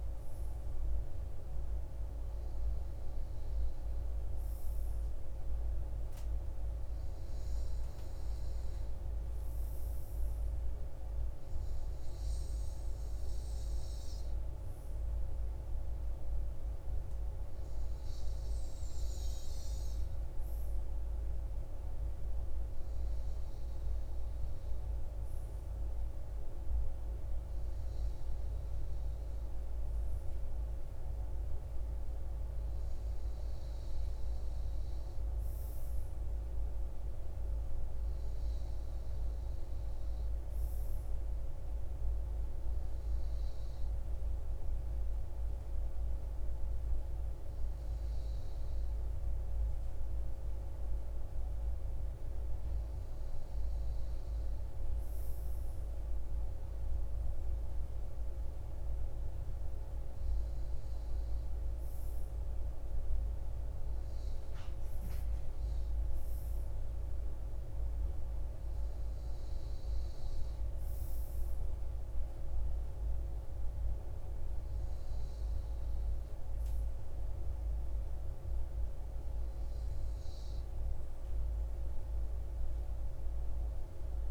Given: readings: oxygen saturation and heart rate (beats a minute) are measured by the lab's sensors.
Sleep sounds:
breathing in sleep, hard to hear, by a room microphone; none
none scored
From the record:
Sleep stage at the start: REM sleep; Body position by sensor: on the front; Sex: male

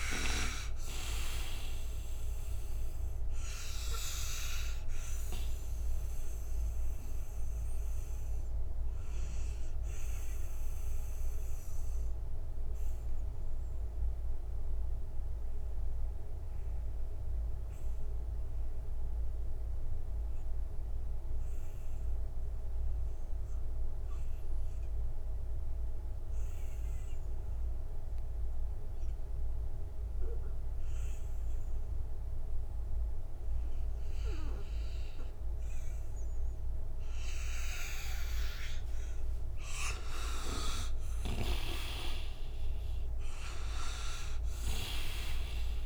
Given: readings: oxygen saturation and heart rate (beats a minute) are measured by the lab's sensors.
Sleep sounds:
breathing in sleep by a room microphone; 1
0.00-26.50 s: oxygen desaturation (device-marked, oxygen 80% lowest, heart rate 46 extreme)
6.00-38.00 s: mixed apnea (oxygen 98% before, 80% lowest, heart rate 58 before, 46 extreme, up 3 after)
39.50-45.86 s: oxygen desaturation (device-marked, oxygen 98% before, 81% lowest, heart rate 60 before, 48 extreme)
40.00-44.50 s: arousal
From the record:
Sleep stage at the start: N2 (light sleep); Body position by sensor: on the right side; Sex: male

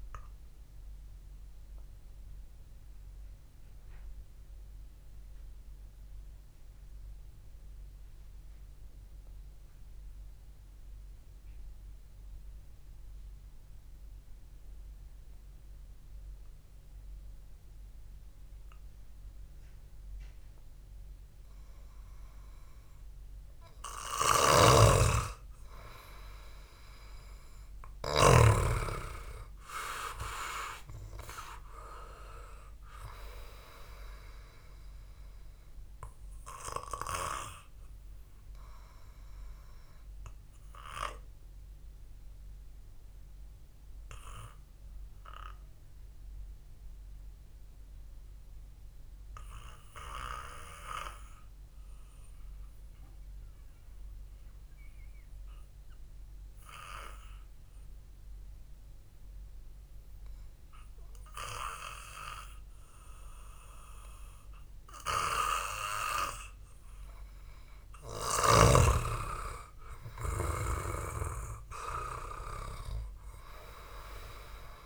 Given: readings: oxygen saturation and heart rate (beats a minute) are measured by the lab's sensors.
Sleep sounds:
breathing in sleep by a room microphone; 2
0.50-24.00 s: obstructive apnea (oxygen 97% before, 91% lowest, heart rate 59 before, 54 extreme, up 0 after)
11.50-19.50 s: oxygen desaturation (device-marked, oxygen 96% before, 91% lowest, heart rate 61 before, 54 extreme)
25.00-29.00 s: snoring (device-marked)
26.50-31.00 s: arousal
40.50-65.50 s: obstructive apnea (oxygen 99% before, 93% lowest, heart rate 61 before, 57 extreme)
67.00-71.00 s: arousal
From the record:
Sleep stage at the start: N2 (light sleep); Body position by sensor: on the back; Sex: male

